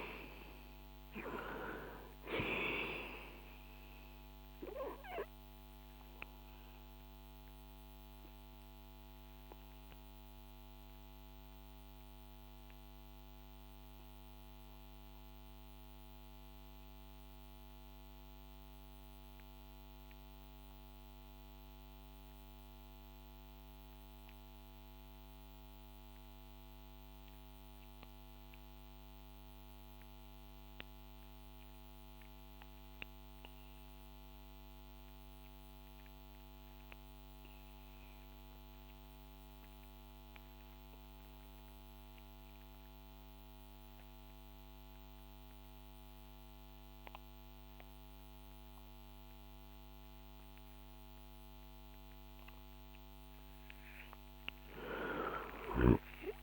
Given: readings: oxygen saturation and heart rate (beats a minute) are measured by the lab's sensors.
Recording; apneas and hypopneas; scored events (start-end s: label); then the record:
breathing in sleep by a microphone on the trachea; 1
0.00-1.00 s: arousal
0.00-26.00 s: oxygen desaturation (device-marked, oxygen 89% lowest, heart rate 58 extreme)
6.00-51.50 s: mixed apnea (oxygen 99% before, 83% lowest, heart rate 66 before, 57 extreme, up 23 after)
55.00-56.43 s: arousal
55.00-56.43 s: oxygen desaturation (device-marked, oxygen 94% before, 90% lowest, heart rate 63 before, 56 extreme)
From the record:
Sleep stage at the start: N2 (light sleep); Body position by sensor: on the back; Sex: male